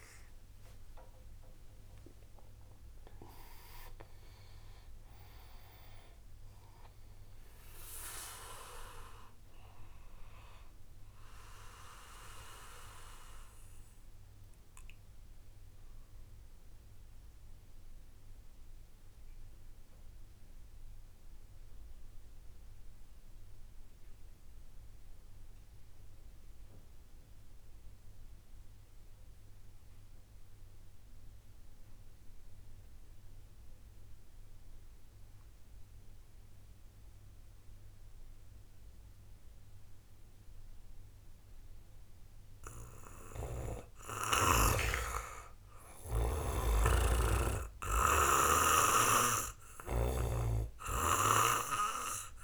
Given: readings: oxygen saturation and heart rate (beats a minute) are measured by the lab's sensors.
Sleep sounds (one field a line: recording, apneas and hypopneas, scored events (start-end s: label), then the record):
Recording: breathing in sleep by a room microphone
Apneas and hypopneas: 1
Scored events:
0.00-2.50 s: arousal
0.00-18.50 s: oxygen desaturation (device-marked, oxygen 90% lowest)
11.50-43.00 s: mixed apnea (oxygen 96% before, 89% lowest)
44.50-52.44 s: oxygen desaturation (device-marked, oxygen 97% before, 91% lowest, heart rate 54 before, 38 extreme)
45.50-50.00 s: arousal
46.50-50.00 s: snoring (device-marked)
From the record:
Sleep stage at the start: REM sleep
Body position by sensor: on the back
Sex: male